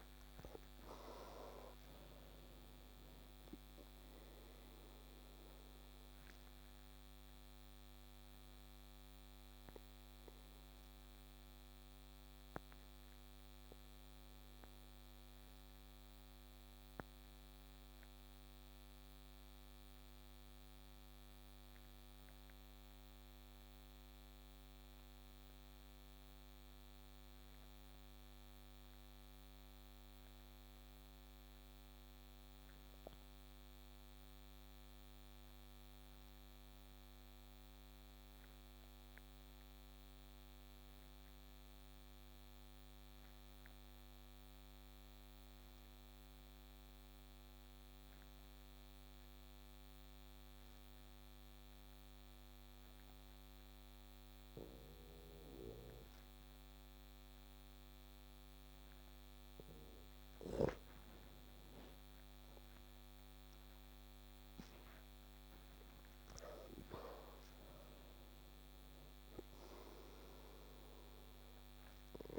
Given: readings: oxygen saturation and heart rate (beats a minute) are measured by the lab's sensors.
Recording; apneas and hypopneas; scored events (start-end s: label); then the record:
breathing in sleep by a microphone on the trachea; 1
5.50-59.00 s: obstructive apnea (oxygen 97% before, 90% lowest)
61.50-72.39 s: oxygen desaturation (device-marked, oxygen 96% before, 90% lowest)
62.00-66.50 s: arousal
From the record:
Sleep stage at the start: N2 (light sleep); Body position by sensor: on the back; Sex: male